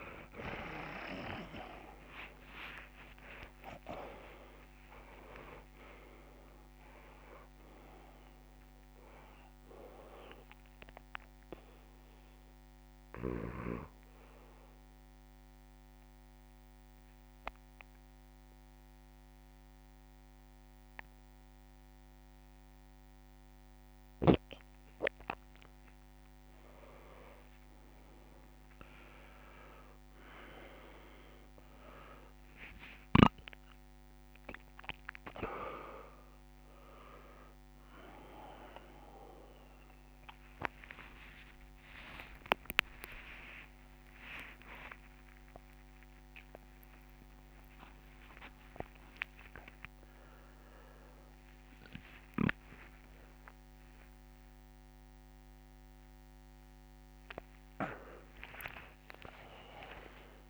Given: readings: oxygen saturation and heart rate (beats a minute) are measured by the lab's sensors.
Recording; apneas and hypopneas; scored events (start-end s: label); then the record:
a person partly awake in a sleep study, by a microphone on the trachea; 1
0.00-26.50 s: oxygen desaturation (device-marked, oxygen 89% lowest)
0.50-5.00 s: arousal
4.50-6.50 s: long interval between heartbeats (device-marked)
15.00-25.50 s: mixed apnea (oxygen 98% before, 89% lowest, heart rate 72 before, 78 extreme, up 39 after)
16.00-18.00 s: long interval between heartbeats (device-marked, heart rate 77 before, 100 extreme)
18.50-20.50 s: long interval between heartbeats (device-marked, heart rate 92 before, 105 extreme)
22.00-24.00 s: long interval between heartbeats (device-marked, heart rate 105 before, 103 extreme)
26.50-28.50 s: long interval between heartbeats (device-marked, heart rate 109 before, 115 extreme)
29.50-31.50 s: long interval between heartbeats (device-marked, heart rate 107 before, 133 extreme)
32.50-34.50 s: long interval between heartbeats (device-marked, heart rate 109 before, 127 extreme)
38.50-60.50 s: new sleep stage, awake
40.00-42.00 s: long interval between heartbeats (device-marked, heart rate 114 before, 99 extreme)
41.50-56.50 s: oxygen desaturation (device-marked, oxygen 99% before, 92% lowest, heart rate 114 before, 46 extreme)
42.00-44.00 s: long interval between heartbeats (device-marked, heart rate 114 before, 119 extreme)
44.50-46.50 s: long interval between heartbeats (device-marked, heart rate 118 before, 143 extreme)
49.50-51.50 s: long interval between heartbeats (device-marked, heart rate 119 before, 69 extreme)
52.50-54.50 s: long interval between heartbeats (device-marked, heart rate 110 before, 83 extreme)
57.50-59.50 s: long interval between heartbeats (device-marked, heart rate 105 before, 93 extreme)
59.50-60.50 s: long interval between heartbeats (device-marked, heart rate 105 before, 101 extreme)
From the record:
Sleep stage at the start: N2 (light sleep); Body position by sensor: on the left side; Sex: male